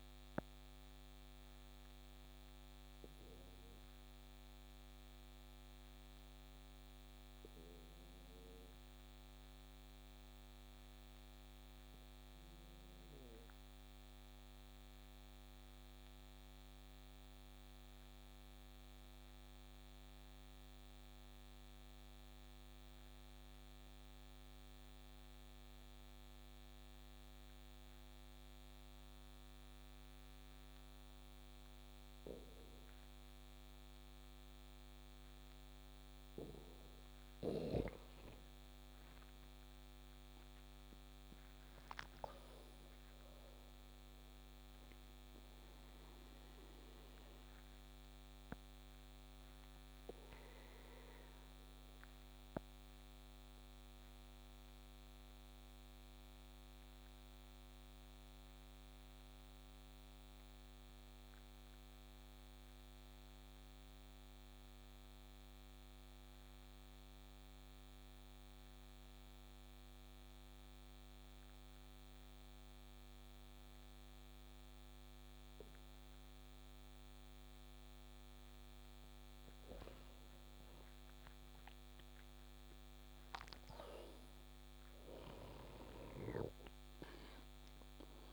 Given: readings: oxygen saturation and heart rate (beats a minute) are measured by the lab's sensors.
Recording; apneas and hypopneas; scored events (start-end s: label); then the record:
breathing in sleep by a microphone on the trachea; 2
0.00-23.00 s: oxygen desaturation (device-marked, oxygen 91% lowest, heart rate 29 extreme)
1.50-37.00 s: obstructive apnea (oxygen 97% before, 86% lowest, heart rate 43 before, 29 extreme, up 18 after)
35.00-71.00 s: oxygen desaturation (device-marked, oxygen 94% before, 86% lowest, heart rate 38 before, 35 extreme)
38.50-43.00 s: arousal
46.50-79.00 s: obstructive apnea (oxygen 94% before, 86% lowest, heart rate 39 before, 35 extreme, up 12 after)
80.50-83.50 s: arousal
85.00-88.33 s: oxygen desaturation (device-marked, oxygen 96% before, 90% lowest, heart rate 42 before, 35 extreme)
From the record:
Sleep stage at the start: N2 (light sleep); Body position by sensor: on the back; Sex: male